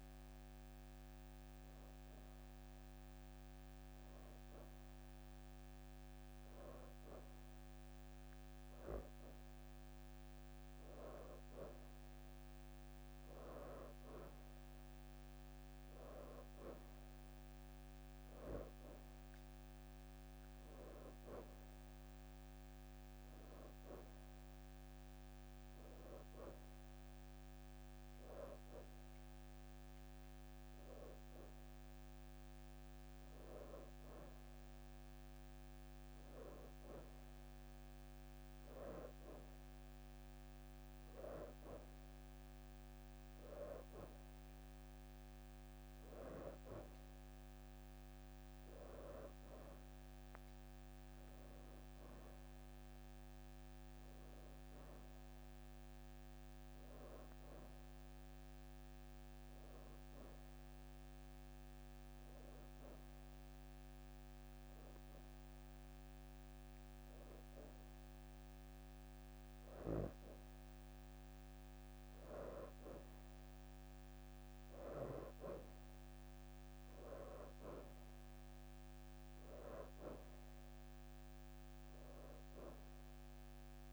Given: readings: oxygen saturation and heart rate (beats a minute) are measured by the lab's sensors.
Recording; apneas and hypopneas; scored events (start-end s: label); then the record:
breathing in sleep by a microphone on the trachea; 2
1.00-12.00 s: hypopnea (oxygen 93% before, 88% lowest, heart rate 92 before, 81 extreme, up 3 after)
2.50-83.93 s: new sleep stage, N2 (light sleep)
12.50-24.50 s: oxygen desaturation (device-marked, oxygen 93% before, 88% lowest, heart rate 85 before, 82 extreme)
14.00-16.00 s: leg movement (device-marked)
14.50-19.50 s: arousal
19.00-20.00 s: leg movement (device-marked)
41.50-49.50 s: oxygen desaturation (device-marked, oxygen 91% before, 88% lowest, heart rate 85 before, 79 extreme)
50.50-55.00 s: arousal
62.00-72.00 s: hypopnea (oxygen 91% before, 85% lowest, heart rate 82 before, 78 extreme, up 3 after)
75.50-79.50 s: arousal
79.50-83.93 s: oxygen desaturation (device-marked, oxygen 91% before, 87% lowest, heart rate 81 before, 78 extreme)
From the record:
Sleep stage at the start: N1 (lightest sleep); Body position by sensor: on the back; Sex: female